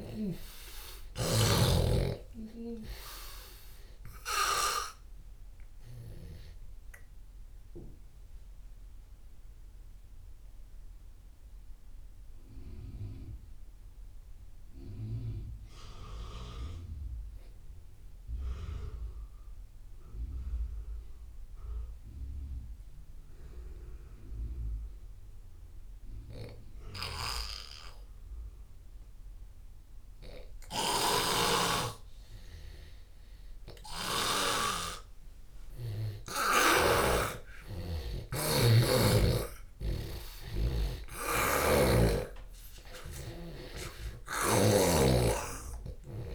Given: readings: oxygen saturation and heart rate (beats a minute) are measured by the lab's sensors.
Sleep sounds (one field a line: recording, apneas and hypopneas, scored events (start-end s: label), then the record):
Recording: breathing in sleep by a room microphone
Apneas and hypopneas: 1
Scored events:
3.50-27.50 s: oxygen desaturation (device-marked, oxygen 97% before, 82% lowest)
7.50-33.00 s: mixed apnea (oxygen 97% before, 82% lowest)
31.00-34.50 s: snoring (device-marked)
34.50-43.50 s: oxygen desaturation (device-marked, oxygen 98% before, 93% lowest)
36.50-40.00 s: arousal
41.50-45.00 s: snoring (device-marked)
From the record:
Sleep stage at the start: N2 (light sleep)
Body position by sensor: on the left side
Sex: male